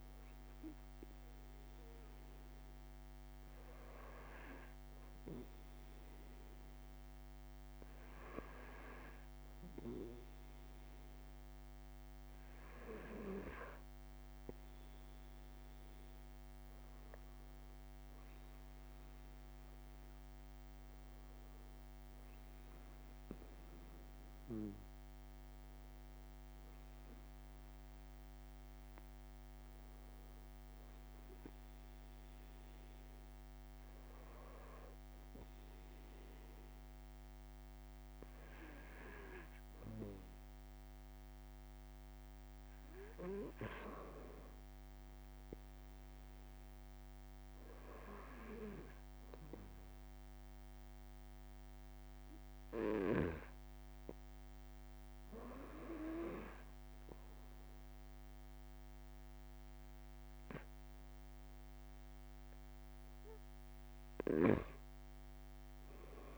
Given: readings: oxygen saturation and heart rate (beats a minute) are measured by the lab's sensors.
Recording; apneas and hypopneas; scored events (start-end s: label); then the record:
breathing in sleep by a microphone on the trachea; none
15.50-21.00 s: arousal
16.50-18.50 s: long interval between heartbeats (device-marked)
55.50-57.50 s: long interval between heartbeats (device-marked)
From the record:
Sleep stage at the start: REM sleep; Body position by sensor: on the back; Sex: male